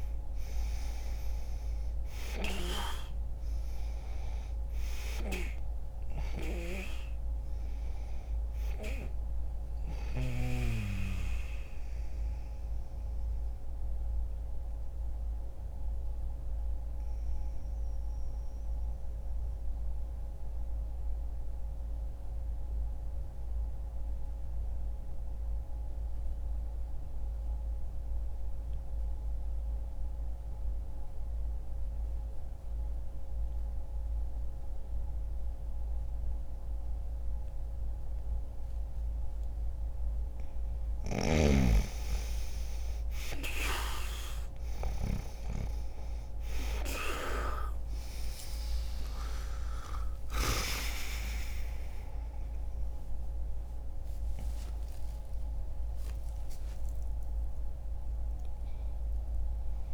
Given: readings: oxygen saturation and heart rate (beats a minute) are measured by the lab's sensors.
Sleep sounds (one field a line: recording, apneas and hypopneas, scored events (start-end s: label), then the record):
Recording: breathing in sleep by a room microphone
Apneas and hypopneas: 1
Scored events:
0.00-1.50 s: arousal
12.00-39.00 s: obstructive apnea (oxygen 98% before, 92% lowest, heart rate 60 before, 59 extreme, up 1 after)
25.50-33.50 s: oxygen desaturation (device-marked, oxygen 96% before, 92% lowest, heart rate 63 before, 59 extreme)
41.50-52.50 s: oxygen desaturation (device-marked, oxygen 98% before, 94% lowest, heart rate 62 before, 59 extreme)
47.50-54.50 s: arousal
56.50-59.94 s: new sleep stage, N1 (lightest sleep)
From the record:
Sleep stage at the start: N2 (light sleep)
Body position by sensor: on the back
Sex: male